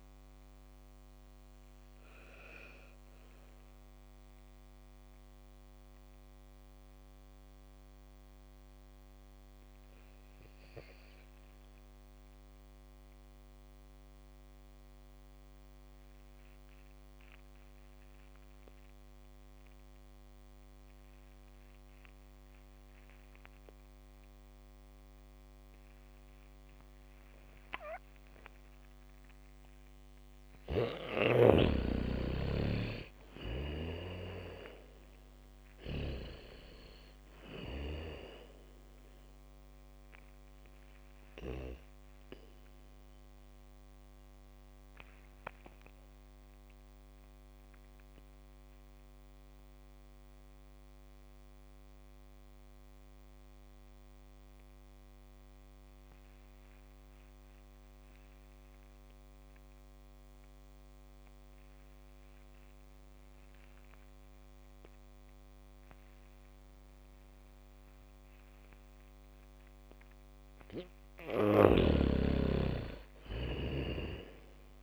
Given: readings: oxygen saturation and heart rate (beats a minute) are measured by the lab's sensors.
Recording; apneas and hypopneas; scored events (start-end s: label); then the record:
breathing in sleep by a microphone on the trachea; 2
0.00-11.50 s: oxygen desaturation (device-marked, oxygen 79% lowest, heart rate 45 extreme)
6.00-30.50 s: mixed apnea (oxygen 97% before, 77% lowest, heart rate 66 before, 55 extreme, up 17 after)
25.50-59.50 s: oxygen desaturation (device-marked, oxygen 98% before, 78% lowest, heart rate 74 before, 52 extreme)
26.50-32.50 s: bradycardia (device-marked, heart rate 73 before, 55 extreme)
32.50-37.50 s: arousal
44.00-70.50 s: mixed apnea (oxygen 99% before, 77% lowest, heart rate 67 before, 52 extreme, up 11 after)
66.50-73.50 s: bradycardia (device-marked, heart rate 73 before, 58 extreme)
66.50-74.83 s: oxygen desaturation (device-marked, oxygen 99% before, 77% lowest, heart rate 73 before, 52 extreme)
72.00-74.83 s: snoring (device-marked)
73.50-74.83 s: arousal
From the record:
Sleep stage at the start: N2 (light sleep); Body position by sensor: on the back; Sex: female